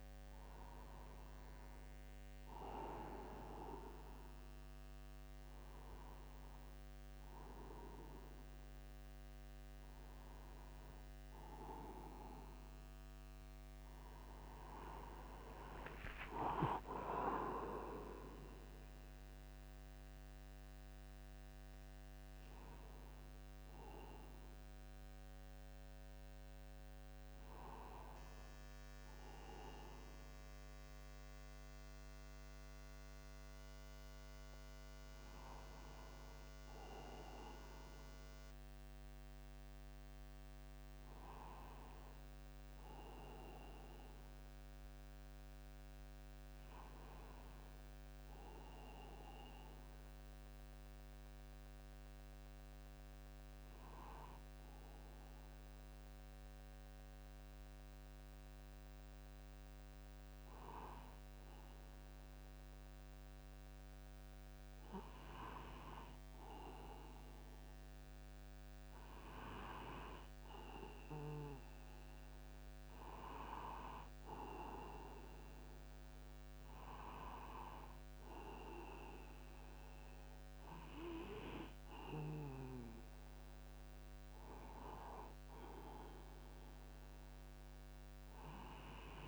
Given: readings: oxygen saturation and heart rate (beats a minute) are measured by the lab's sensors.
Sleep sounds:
breathing in sleep by a microphone on the trachea; none
12.50-17.00 s: arousal
17.00-19.00 s: long interval between heartbeats (device-marked, heart rate 52 before, 57 extreme)
From the record:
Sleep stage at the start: N2 (light sleep); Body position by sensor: upright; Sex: male

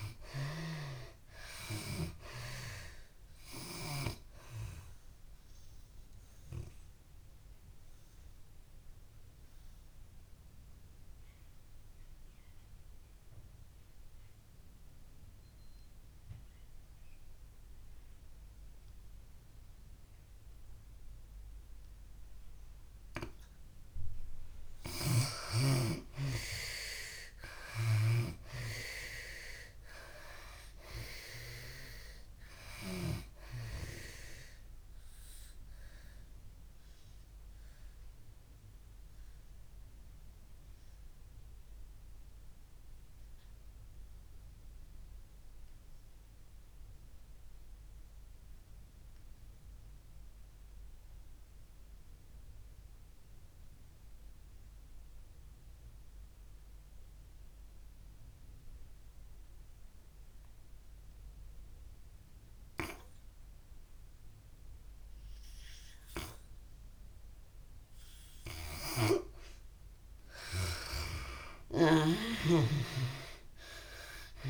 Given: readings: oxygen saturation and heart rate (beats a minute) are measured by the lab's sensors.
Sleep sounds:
breathing in sleep by a room microphone; 2
0.00-1.00 s: arousal
0.00-2.00 s: oxygen desaturation (device-marked, oxygen 57% lowest)
4.00-25.00 s: oxygen desaturation (device-marked, oxygen 92% before, 70% lowest)
5.00-23.50 s: obstructive apnea (oxygen 92% before, 68% lowest)
26.00-29.50 s: arousal
27.00-55.00 s: oxygen desaturation (device-marked, oxygen 92% before, 68% lowest)
35.50-67.50 s: obstructive apnea (oxygen 92% before, 62% lowest)
57.00-74.50 s: oxygen desaturation (device-marked, oxygen 95% before, 62% lowest)
70.50-74.00 s: arousal
From the record:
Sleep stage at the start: N2 (light sleep); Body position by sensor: on the back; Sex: female

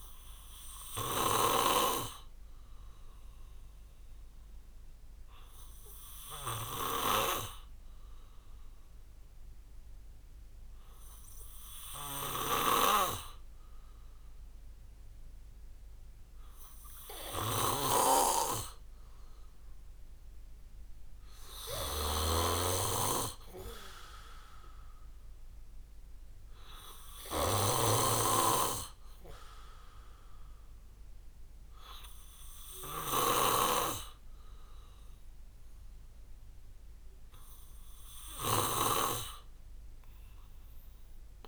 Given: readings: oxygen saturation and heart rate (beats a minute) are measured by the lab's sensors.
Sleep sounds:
breathing in sleep by a room microphone; none
0.00-41.48 s: snoring (device-marked)
From the record:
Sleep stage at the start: N2 (light sleep); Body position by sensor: on the back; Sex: male

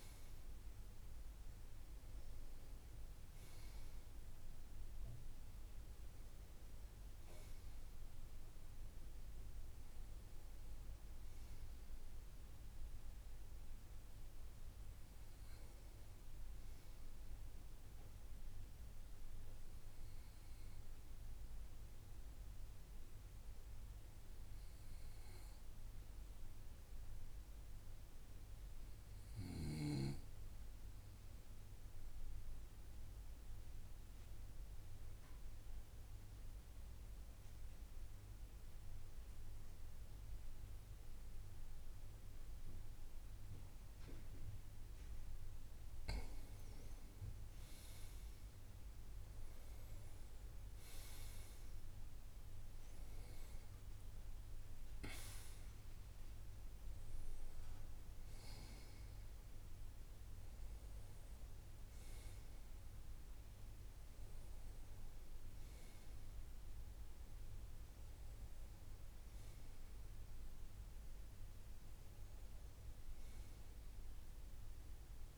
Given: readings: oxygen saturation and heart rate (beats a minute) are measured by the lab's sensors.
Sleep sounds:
breathing in sleep, hard to hear, by a room microphone; 1
0.00-4.00 s: oxygen desaturation (device-marked, oxygen 90% lowest, heart rate 54 extreme)
29.50-45.00 s: obstructive apnea (oxygen 97% before, 92% lowest, heart rate 58 before, 56 extreme, up 4 after)
43.00-75.38 s: oxygen desaturation (device-marked, oxygen 96% before, 92% lowest, heart rate 57 before, 53 extreme)
46.50-52.00 s: arousal
From the record:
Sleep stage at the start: REM sleep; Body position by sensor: on the right side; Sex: male

